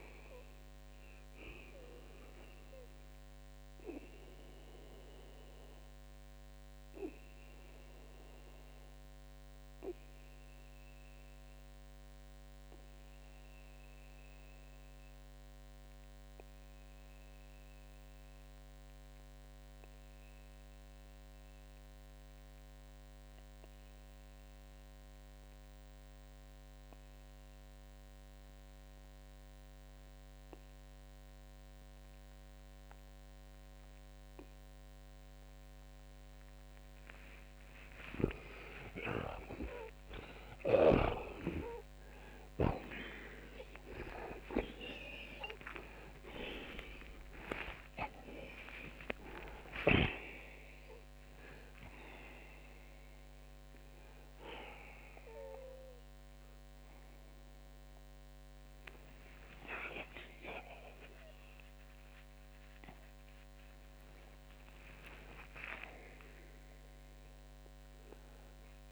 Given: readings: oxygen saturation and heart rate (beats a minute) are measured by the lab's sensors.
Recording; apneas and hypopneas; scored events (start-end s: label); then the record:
breathing in sleep by a microphone on the trachea; 1
1.00-34.00 s: oxygen desaturation (device-marked, oxygen 92% before, 79% lowest, heart rate 88 before, 60 extreme)
2.00-36.50 s: obstructive apnea (oxygen 92% before, 74% lowest, heart rate 90 before, 60 extreme, up 45 after)
40.50-45.50 s: arousal
43.00-51.00 s: oxygen desaturation (device-marked, oxygen 93% before, 87% lowest, heart rate 71 before, 76 extreme)
57.00-67.00 s: oxygen desaturation (device-marked, oxygen 89% before, 84% lowest, heart rate 110 before, 75 extreme)
From the record:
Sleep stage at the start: N2 (light sleep); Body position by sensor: on the back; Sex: male